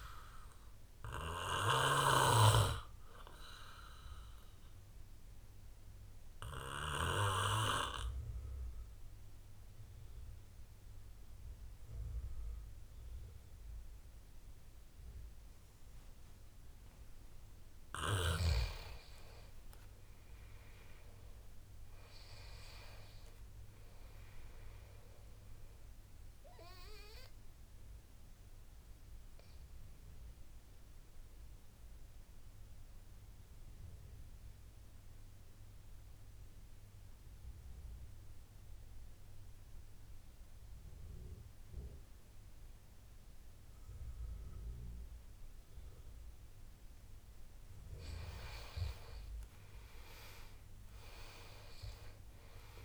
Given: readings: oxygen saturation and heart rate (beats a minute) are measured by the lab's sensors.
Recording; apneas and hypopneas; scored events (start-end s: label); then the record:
breathing in sleep by a room microphone; 2
0.00-21.00 s: oxygen desaturation (device-marked, oxygen 82% lowest, heart rate 69 extreme)
2.50-18.00 s: obstructive apnea (oxygen 98% before, 81% lowest, heart rate 78 before, 69 extreme, up 12 after)
20.00-24.50 s: arousal
27.50-46.50 s: obstructive apnea (oxygen 98% before, 80% lowest, heart rate 76 before, 68 extreme, up 9 after)
37.00-43.00 s: oxygen desaturation (device-marked, oxygen 96% before, 92% lowest, heart rate 76 before, 75 extreme)
45.00-52.85 s: oxygen desaturation (device-marked, oxygen 97% before, 81% lowest, heart rate 74 before, 67 extreme)
48.50-52.85 s: arousal
From the record:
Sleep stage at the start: N2 (light sleep); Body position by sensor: on the back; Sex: male